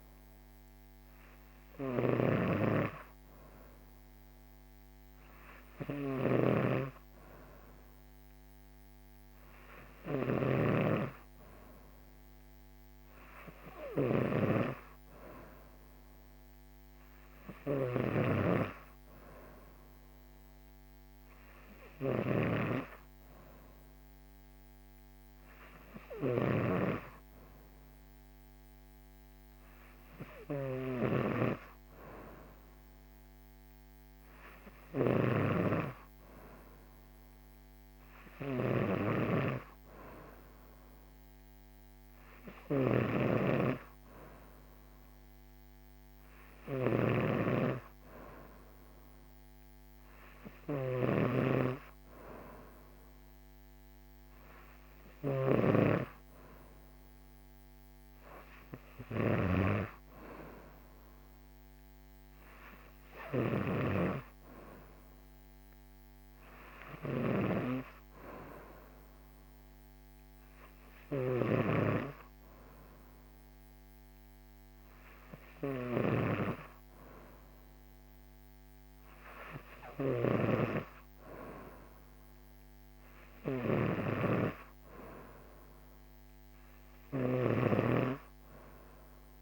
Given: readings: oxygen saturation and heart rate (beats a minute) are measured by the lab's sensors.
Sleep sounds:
breathing in sleep by a microphone on the trachea; none
0.00-89.42 s: snoring (device-marked)
From the record:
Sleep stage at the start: N2 (light sleep); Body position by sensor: on the right side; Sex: female

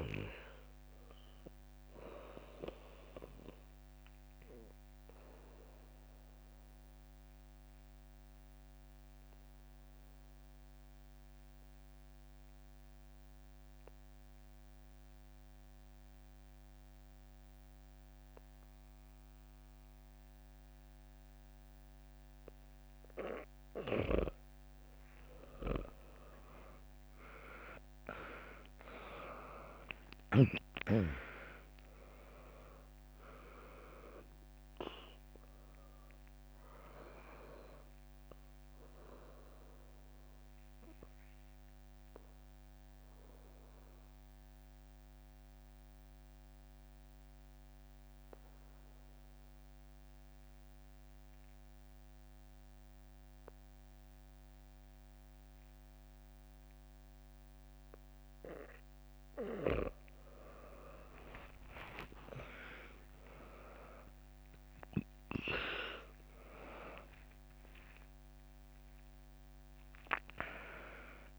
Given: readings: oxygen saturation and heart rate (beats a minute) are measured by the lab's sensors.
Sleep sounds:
breathing in sleep by a microphone on the trachea; 2
0.00-5.00 s: drop in pulse transit time (device-marked, heart rate 63 extreme)
0.00-17.00 s: oxygen desaturation (device-marked, oxygen 95% lowest, heart rate 60 extreme)
3.50-23.00 s: obstructive apnea (oxygen 99% before, 94% lowest, heart rate 66 before, 60 extreme)
25.00-29.50 s: arousal
27.00-40.00 s: drop in pulse transit time (device-marked, heart rate 65 before, 61 extreme)
39.50-59.50 s: obstructive apnea (oxygen 99% before, 94% lowest, heart rate 66 before, 59 extreme, up 2 after)
40.00-53.00 s: oxygen desaturation (device-marked, oxygen 97% before, 94% lowest, heart rate 66 before, 59 extreme)
61.50-67.50 s: arousal
64.00-71.39 s: drop in pulse transit time (device-marked, heart rate 68 before, 62 extreme)
69.00-71.39 s: oxygen desaturation (device-marked, oxygen 99% before, 95% lowest, heart rate 66 before, 59 extreme)
From the record:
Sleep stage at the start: N2 (light sleep); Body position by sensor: on the back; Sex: female

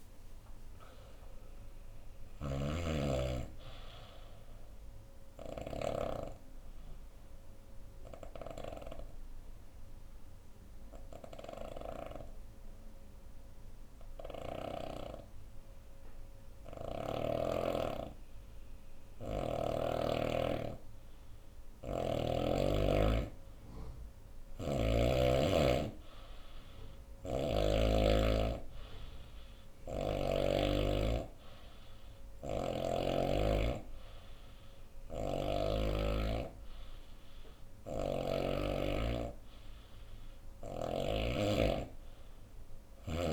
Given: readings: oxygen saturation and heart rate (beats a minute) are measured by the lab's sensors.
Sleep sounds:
breathing in sleep by a room microphone; 1
0.00-14.00 s: oxygen desaturation (device-marked, oxygen 93% lowest, heart rate 59 extreme)
1.50-5.50 s: snoring (device-marked)
4.00-18.50 s: obstructive apnea (oxygen 98% before, 93% lowest, heart rate 69 before, 59 extreme, up 9 after)
6.00-8.00 s: bradycardia (device-marked, heart rate 71 before, 64 extreme)
20.00-23.50 s: arousal
21.00-24.50 s: snoring (device-marked)
26.50-30.00 s: snoring (device-marked)
27.00-39.00 s: oxygen desaturation (device-marked, oxygen 97% before, 93% lowest, heart rate 64 before, 65 extreme)
34.50-38.00 s: snoring (device-marked)
From the record:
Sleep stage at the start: N2 (light sleep); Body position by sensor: on the right side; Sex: female

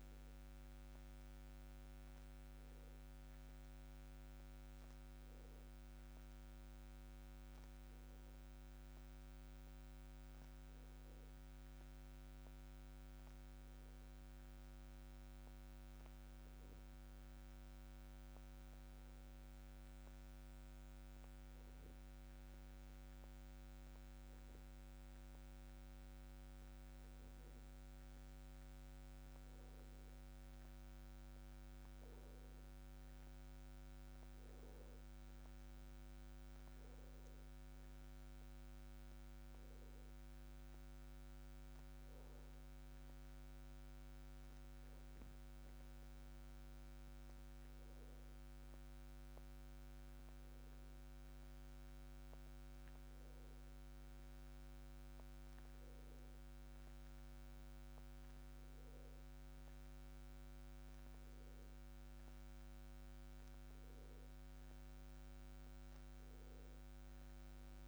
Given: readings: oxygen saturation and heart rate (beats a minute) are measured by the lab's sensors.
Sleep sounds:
breathing in sleep, hard to hear, by a microphone on the trachea; 1
13.00-29.00 s: hypopnea (oxygen 95% before, 92% lowest)
32.00-35.00 s: arousal
38.50-52.50 s: oxygen desaturation (device-marked, oxygen 95% before, 92% lowest)
From the record:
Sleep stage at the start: N1 (lightest sleep); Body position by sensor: on the back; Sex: male

